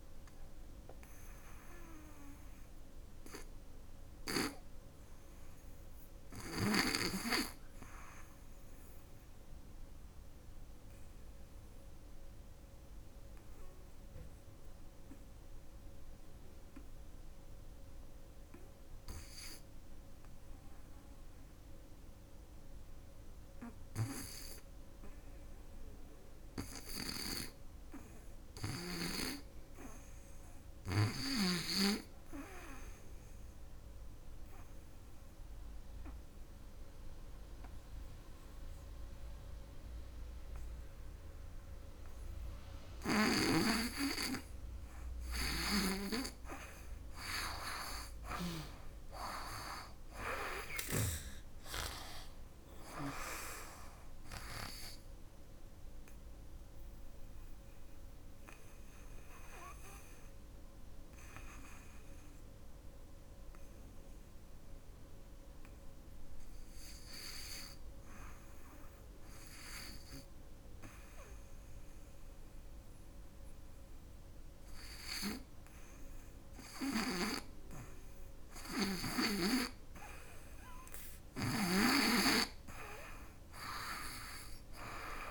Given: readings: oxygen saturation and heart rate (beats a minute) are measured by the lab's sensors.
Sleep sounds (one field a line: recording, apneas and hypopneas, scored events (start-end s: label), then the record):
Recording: breathing in sleep by a room microphone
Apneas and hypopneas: 3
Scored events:
0.00-6.50 s: oxygen desaturation (device-marked, oxygen 92% lowest, heart rate 61 extreme)
8.00-22.50 s: obstructive apnea (oxygen 99% before, 82% lowest, heart rate 77 before, 61 extreme)
11.50-25.50 s: oxygen desaturation (device-marked, oxygen 99% before, 95% lowest, heart rate 75 before, 61 extreme)
26.00-29.50 s: arousal
33.50-43.50 s: obstructive apnea (oxygen 99% before, 82% lowest, heart rate 65 before, 71 extreme, up 20 after)
44.50-48.00 s: snoring (device-marked)
45.00-48.50 s: arousal
55.50-73.50 s: oxygen desaturation (device-marked, oxygen 96% before, 82% lowest, heart rate 78 before, 74 extreme)
58.00-77.00 s: hypopnea (oxygen 97% before, 82% lowest, heart rate 80 before, 74 extreme, up 12 after)
80.50-85.31 s: snoring (device-marked)
81.00-84.50 s: arousal
From the record:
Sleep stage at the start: REM sleep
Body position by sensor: on the back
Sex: female